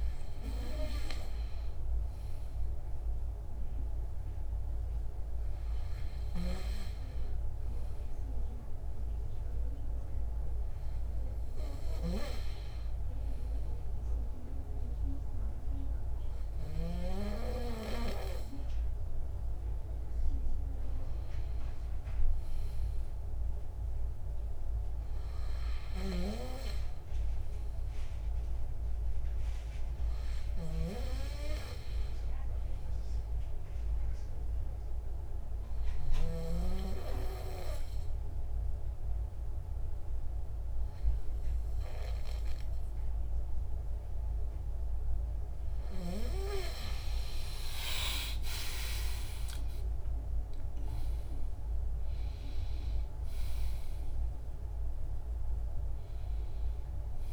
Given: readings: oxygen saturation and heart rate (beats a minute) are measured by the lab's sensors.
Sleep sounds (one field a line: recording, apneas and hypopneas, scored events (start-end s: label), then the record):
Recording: breathing in sleep by a room microphone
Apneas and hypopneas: 1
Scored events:
27.50-30.50 s: arousal
33.00-45.50 s: obstructive apnea (oxygen 96% before, 91% lowest, heart rate 74 before, 70 extreme, up 52 after)
46.50-51.50 s: arousal
51.50-57.33 s: oxygen desaturation (device-marked, oxygen 95% before, 91% lowest, heart rate 81 before, 69 extreme)
From the record:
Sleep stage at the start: N2 (light sleep)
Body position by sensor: on the back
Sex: male